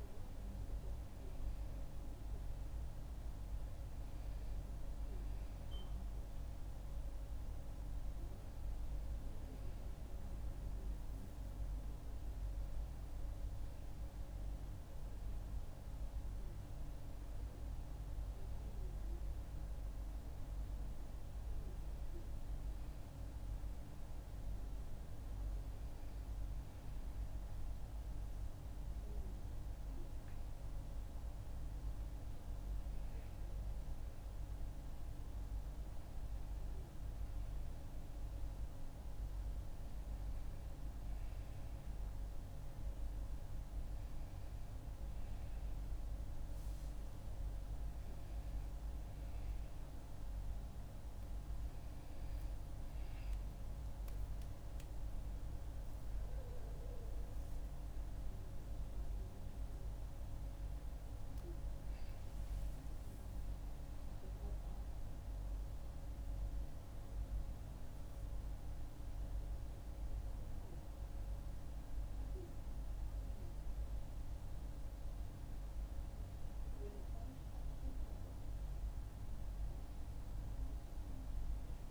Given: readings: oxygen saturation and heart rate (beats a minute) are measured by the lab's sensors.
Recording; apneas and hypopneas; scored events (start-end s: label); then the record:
breathing in sleep, hard to hear, by a room microphone; none
57.00-61.50 s: arousal
From the record:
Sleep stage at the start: N1 (lightest sleep); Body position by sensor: on the back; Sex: female